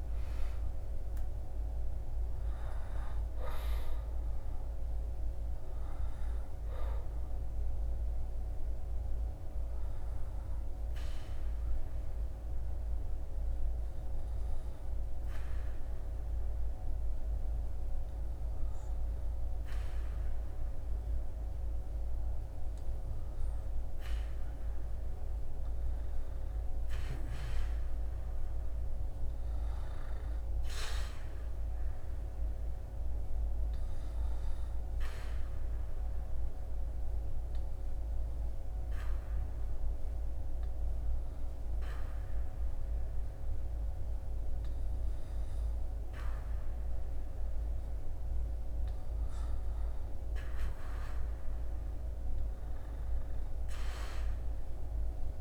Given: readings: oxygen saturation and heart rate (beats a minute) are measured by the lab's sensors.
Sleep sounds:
breathing in sleep, hard to hear, by a room microphone; 2
7.50-55.41 s: new sleep stage, N1 (lightest sleep)
9.50-23.50 s: hypopnea (oxygen 97% before, 95% lowest, heart rate 77 before, 72 extreme, up 5 after)
27.00-32.50 s: arousal
35.50-47.00 s: hypopnea (oxygen 98% before, 97% lowest, heart rate 75 before, 70 extreme, up 6 after)
48.50-54.00 s: arousal
From the record:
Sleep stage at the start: N2 (light sleep); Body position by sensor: on the back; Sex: male

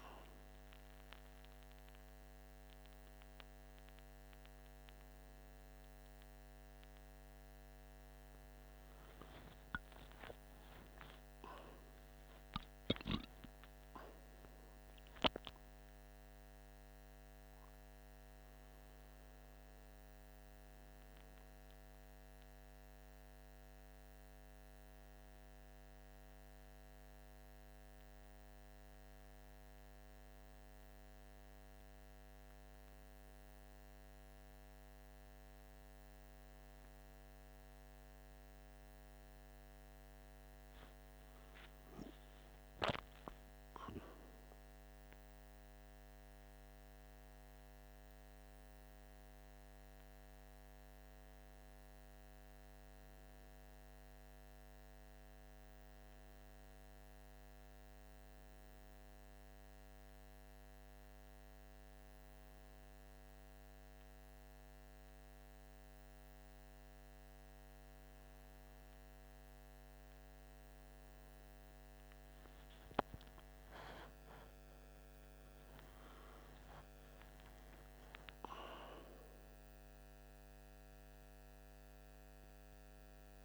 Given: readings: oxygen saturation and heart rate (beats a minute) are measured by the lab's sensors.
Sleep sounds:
a person awake in a sleep study, hard to hear, by a microphone on the trachea; none
none scored
From the record:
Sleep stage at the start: awake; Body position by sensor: on the right side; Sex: male

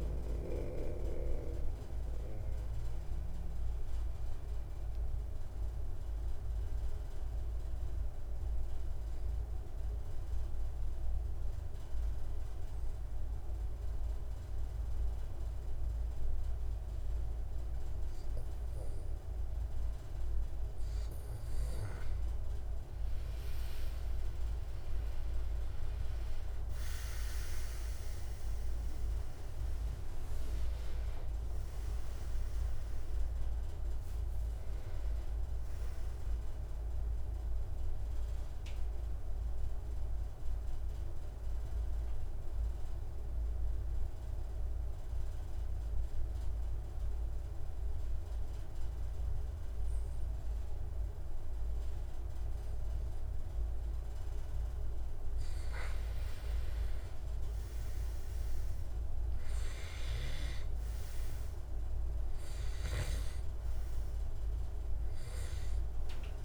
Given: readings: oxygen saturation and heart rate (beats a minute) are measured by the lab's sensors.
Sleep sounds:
breathing in sleep, hard to hear, by a room microphone; 2
1.50-20.50 s: mixed apnea (oxygen 99% before, 90% lowest, heart rate 79 before, 66 extreme, up 36 after)
23.50-27.50 s: arousal
24.50-42.50 s: oxygen desaturation (device-marked, oxygen 99% before, 91% lowest, heart rate 68 before, 69 extreme)
39.00-55.00 s: mixed apnea (oxygen 99% before, 90% lowest, heart rate 83 before, 65 extreme, up 3 after)
57.00-60.00 s: arousal
61.50-66.45 s: oxygen desaturation (device-marked, oxygen 99% before, 90% lowest, heart rate 74 before, 65 extreme)
From the record:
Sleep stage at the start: N2 (light sleep); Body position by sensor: on the back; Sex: male

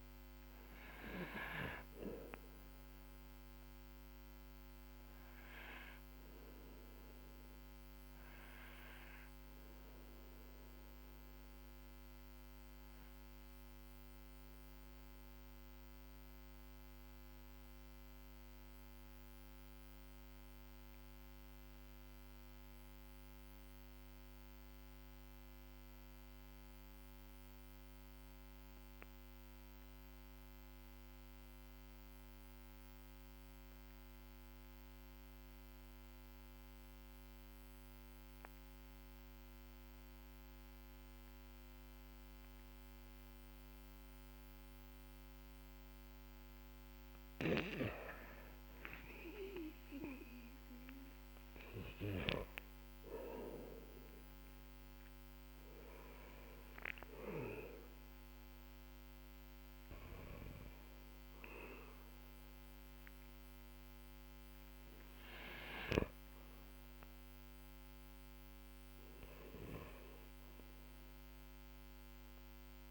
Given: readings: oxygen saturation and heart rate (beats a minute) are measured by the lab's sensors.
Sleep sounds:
breathing in sleep by a microphone on the trachea; 1
0.00-26.00 s: oxygen desaturation (device-marked, oxygen 89% lowest, heart rate 45 extreme)
2.50-48.00 s: obstructive apnea (oxygen 98% before, 89% lowest, heart rate 53 before, 45 extreme, up 11 after)
42.00-72.91 s: oxygen desaturation (device-marked, oxygen 99% before, 91% lowest, heart rate 52 before, 46 extreme)
50.50-56.00 s: arousal
From the record:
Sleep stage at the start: N2 (light sleep); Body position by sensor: on the back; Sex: male

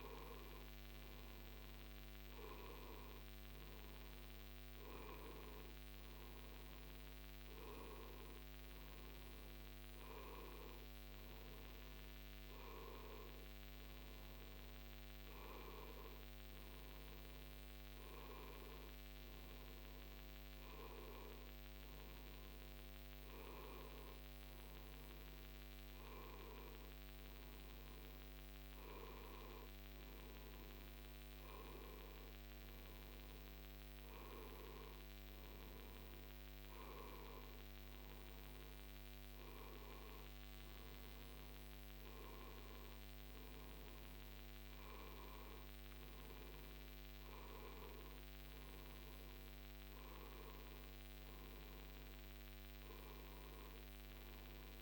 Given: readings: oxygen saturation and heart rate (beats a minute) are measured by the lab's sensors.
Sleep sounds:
a person awake in a sleep study, hard to hear, by a microphone on the trachea; none
none scored
From the record:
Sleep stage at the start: awake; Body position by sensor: on the right side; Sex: male

